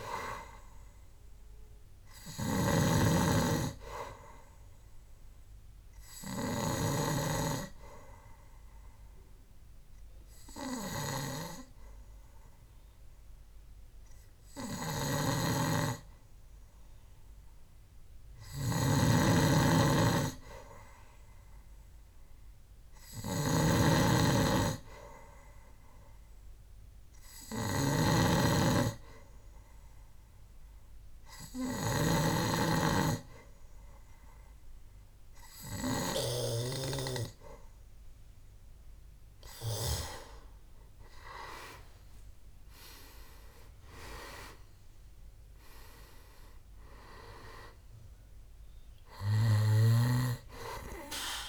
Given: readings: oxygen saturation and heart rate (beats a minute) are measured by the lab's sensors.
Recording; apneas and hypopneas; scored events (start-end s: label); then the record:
breathing in sleep by a room microphone; 2
0.00-3.50 s: snoring (device-marked)
0.00-21.50 s: oxygen desaturation (device-marked, oxygen 92% lowest, heart rate 67 extreme)
8.50-19.50 s: obstructive apnea (oxygen 98% before, 92% lowest, heart rate 68 before, 67 extreme, up 2 after)
19.00-32.50 s: snoring (device-marked)
22.50-25.50 s: arousal
29.50-40.00 s: hypopnea (oxygen 96% before, 93% lowest, heart rate 68 before, 64 extreme, up 9 after)
41.50-45.50 s: arousal
50.00-51.49 s: snoring (device-marked)
From the record:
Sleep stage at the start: N2 (light sleep); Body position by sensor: on the back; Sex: male